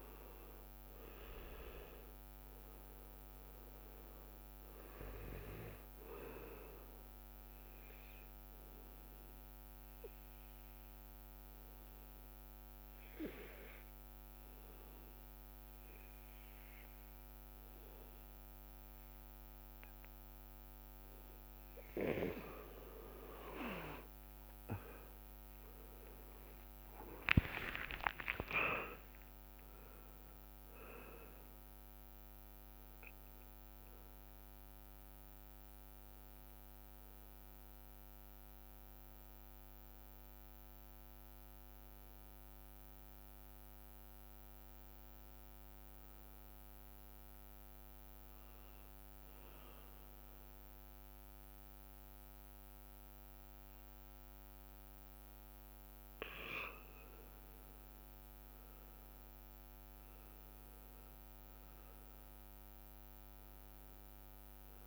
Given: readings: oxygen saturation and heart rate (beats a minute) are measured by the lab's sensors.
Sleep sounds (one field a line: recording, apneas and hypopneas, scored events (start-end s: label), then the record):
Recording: breathing in sleep by a microphone on the trachea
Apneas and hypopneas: 2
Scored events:
0.00-16.50 s: oxygen desaturation (device-marked, oxygen 94% lowest)
8.50-22.50 s: obstructive apnea (oxygen 99% before, 92% lowest)
24.50-29.00 s: arousal
25.00-27.00 s: long interval between heartbeats (device-marked)
27.50-52.50 s: oxygen desaturation (device-marked, oxygen 98% before, 92% lowest)
49.00-59.00 s: hypopnea (oxygen 98% before, 90% lowest)
61.50-64.87 s: arousal
From the record:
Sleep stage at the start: N2 (light sleep)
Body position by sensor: on the back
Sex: male